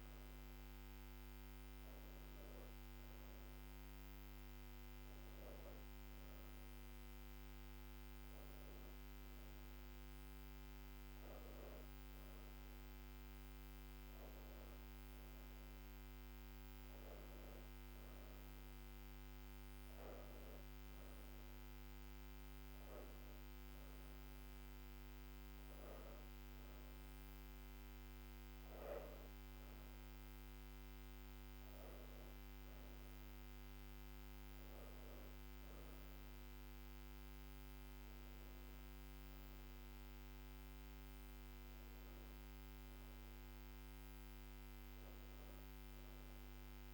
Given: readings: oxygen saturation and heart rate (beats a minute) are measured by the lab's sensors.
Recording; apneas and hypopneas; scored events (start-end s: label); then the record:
breathing in sleep, hard to hear, by a microphone on the trachea; none
none scored
From the record:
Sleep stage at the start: N2 (light sleep); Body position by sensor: on the back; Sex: female